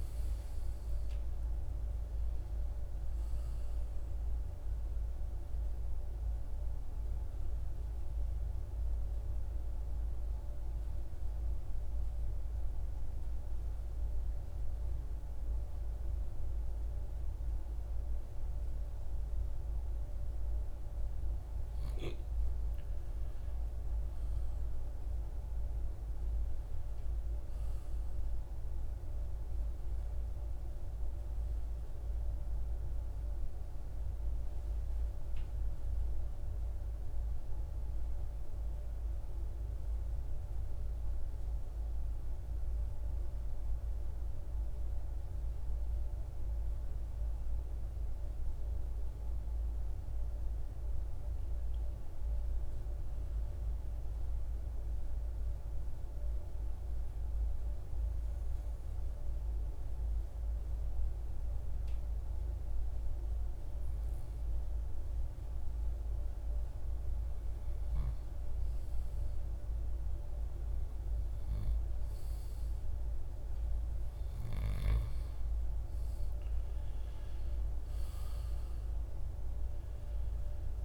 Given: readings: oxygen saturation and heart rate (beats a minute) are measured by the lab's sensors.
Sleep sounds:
breathing in sleep, hard to hear, by a room microphone; 3
0.00-11.00 s: oxygen desaturation (device-marked, oxygen 88% lowest, heart rate 53 extreme)
10.00-21.00 s: central apnea (oxygen 97% before, 90% lowest, heart rate 68 before, 53 extreme, up 7 after)
23.50-28.00 s: arousal
39.50-50.00 s: central apnea (oxygen 98% before, 91% lowest, heart rate 59 before, 55 extreme, up 4 after)
50.50-53.50 s: arousal
58.50-68.50 s: hypopnea (oxygen 98% before, 90% lowest, heart rate 57 before, 58 extreme, up 4 after)
59.00-70.00 s: oxygen desaturation (device-marked, oxygen 97% before, 93% lowest, heart rate 57 before, 58 extreme)
71.00-74.50 s: arousal
76.00-80.85 s: oxygen desaturation (device-marked, oxygen 94% before, 91% lowest, heart rate 60 before, 58 extreme)
From the record:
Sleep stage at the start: N2 (light sleep); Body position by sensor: on the right side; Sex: male

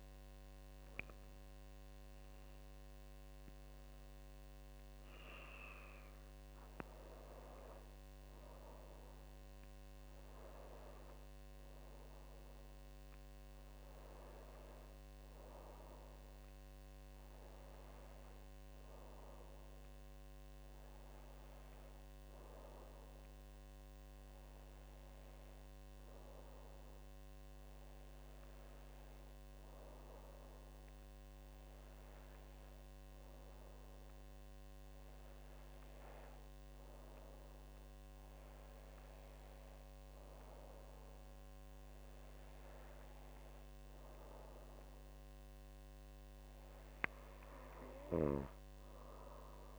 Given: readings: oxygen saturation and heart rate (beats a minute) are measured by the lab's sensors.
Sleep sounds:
breathing in sleep by a microphone on the trachea; none
none scored
From the record:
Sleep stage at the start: N2 (light sleep); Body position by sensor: on the back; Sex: female

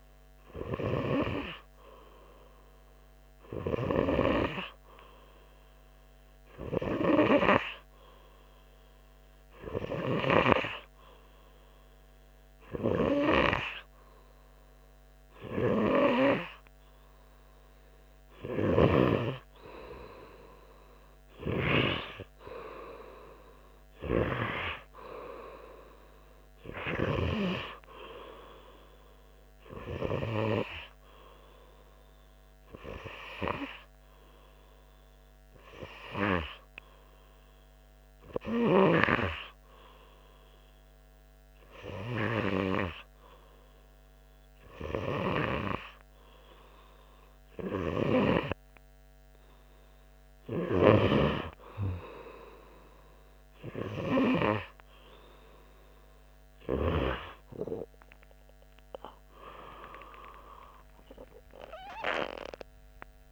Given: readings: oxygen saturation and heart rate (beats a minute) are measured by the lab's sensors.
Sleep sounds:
breathing in sleep by a microphone on the trachea; 2
4.50-16.50 s: hypopnea (oxygen 94% before, 93% lowest, heart rate 100 before, 95 extreme, up 5 after)
19.50-22.50 s: arousal
33.00-47.00 s: hypopnea (oxygen 99% before, 97% lowest, heart rate 98 before, 96 extreme, up 2 after)
51.00-57.50 s: snoring (device-marked)
60.00-63.32 s: arousal
From the record:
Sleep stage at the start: N2 (light sleep); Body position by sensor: on the front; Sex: male

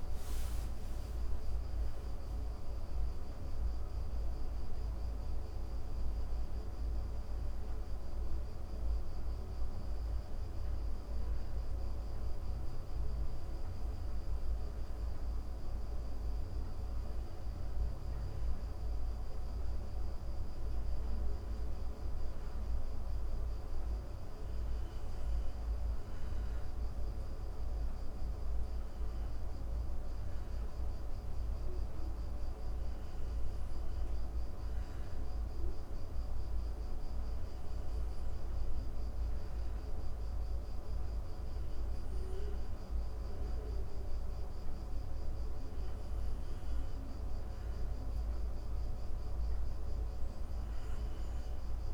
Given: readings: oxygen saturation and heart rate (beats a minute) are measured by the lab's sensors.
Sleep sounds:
a person partly awake in a sleep study, hard to hear, by a room microphone; none
4.50-51.94 s: new sleep stage, N1 (lightest sleep)
From the record:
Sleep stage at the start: awake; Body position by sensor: on the back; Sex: female

